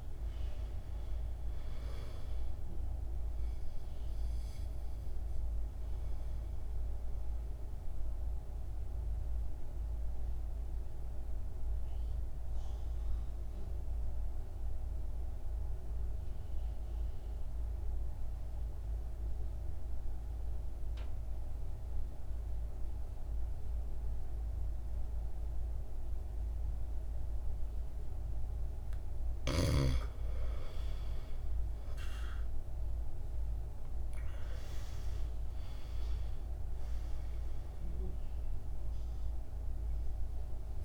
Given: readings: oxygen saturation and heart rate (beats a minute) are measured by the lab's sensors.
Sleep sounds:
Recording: breathing in sleep, hard to hear, by a room microphone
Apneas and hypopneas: 1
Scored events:
0.00-21.00 s: oxygen desaturation (device-marked, oxygen 83% lowest, heart rate 52 extreme)
6.00-28.50 s: mixed apnea (oxygen 99% before, 83% lowest, heart rate 59 before, 51 extreme, up 15 after)
30.50-35.00 s: arousal
33.00-40.85 s: oxygen desaturation (device-marked, oxygen 98% before, 86% lowest, heart rate 55 before, 51 extreme)
From the record:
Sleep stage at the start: N2 (light sleep)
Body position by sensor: on the back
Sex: male

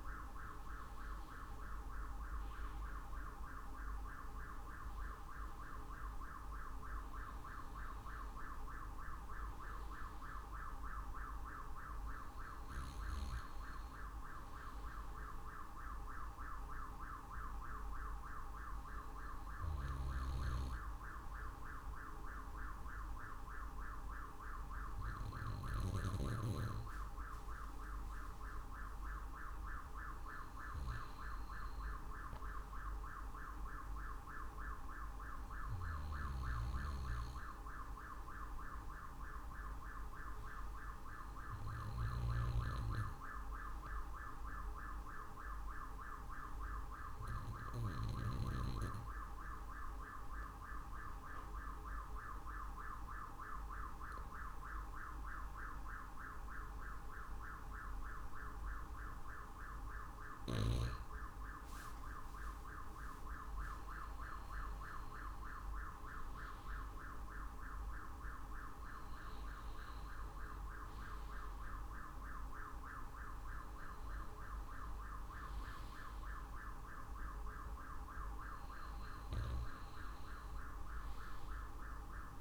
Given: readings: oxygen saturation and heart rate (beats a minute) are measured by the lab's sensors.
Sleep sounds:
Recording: breathing in sleep, hard to hear, by a room microphone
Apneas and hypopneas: 1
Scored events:
0.00-18.50 s: drop in pulse transit time (device-marked, heart rate 50 extreme)
41.50-61.00 s: obstructive apnea (oxygen 95% before, 93% lowest, heart rate 51 before, 50 extreme, up 3 after)
64.00-68.00 s: arousal
65.50-82.41 s: drop in pulse transit time (device-marked, heart rate 50 before, 50 extreme)
From the record:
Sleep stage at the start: N2 (light sleep)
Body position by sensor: on the right side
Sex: male

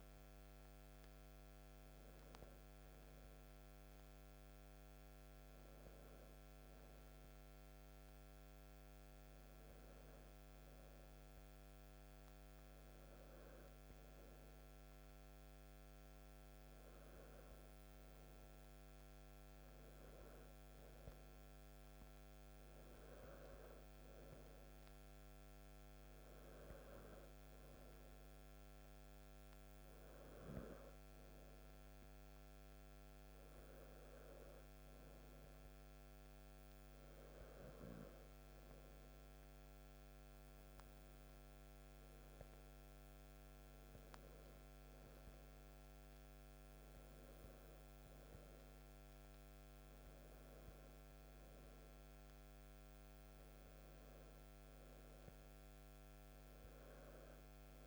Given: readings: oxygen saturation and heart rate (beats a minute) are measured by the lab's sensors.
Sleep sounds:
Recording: breathing in sleep, hard to hear, by a microphone on the trachea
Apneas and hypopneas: none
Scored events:
none scored
From the record:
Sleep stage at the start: N2 (light sleep)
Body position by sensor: on the back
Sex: male

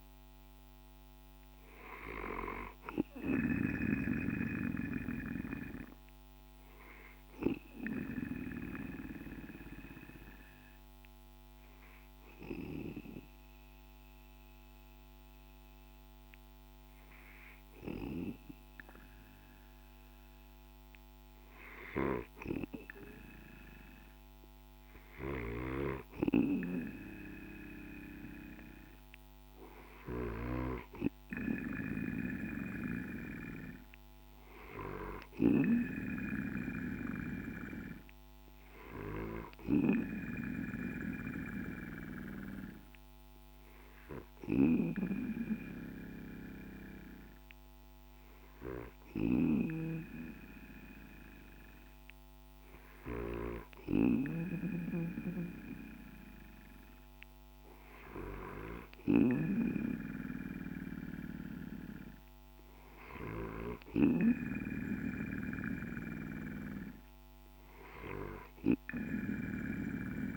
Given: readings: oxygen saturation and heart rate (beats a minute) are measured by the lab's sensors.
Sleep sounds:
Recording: breathing in sleep by a microphone on the trachea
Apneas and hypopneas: 1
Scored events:
4.50-19.50 s: hypopnea (oxygen 97% before, 89% lowest, heart rate 55 before, 51 extreme, up 4 after)
4.50-23.50 s: oxygen desaturation (device-marked, oxygen 97% before, 89% lowest, heart rate 55 before, 51 extreme)
22.00-26.00 s: arousal
24.50-30.00 s: snoring (device-marked)
37.50-47.50 s: oxygen desaturation (device-marked, oxygen 96% before, 91% lowest, heart rate 54 before, 53 extreme)
39.50-50.50 s: drop in pulse transit time (device-marked, heart rate 54 before, 54 extreme)
48.50-52.50 s: snoring (device-marked)
58.50-63.00 s: snoring (device-marked)
From the record:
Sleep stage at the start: N2 (light sleep)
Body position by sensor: on the back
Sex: male

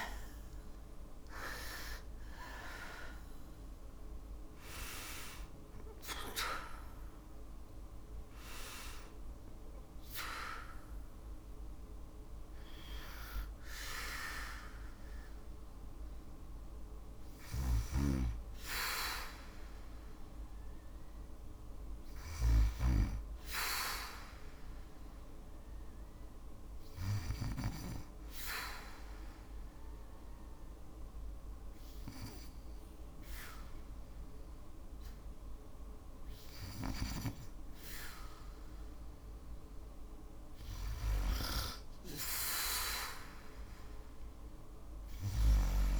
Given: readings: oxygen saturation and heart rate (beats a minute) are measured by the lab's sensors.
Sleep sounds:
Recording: breathing in sleep by a room microphone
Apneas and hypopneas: none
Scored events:
0.00-20.00 s: oxygen desaturation (device-marked, oxygen 72% lowest, heart rate 57 extreme)
16.50-22.00 s: snoring (device-marked)
41.00-44.00 s: arousal
From the record:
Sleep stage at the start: N2 (light sleep)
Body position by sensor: on the back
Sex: female

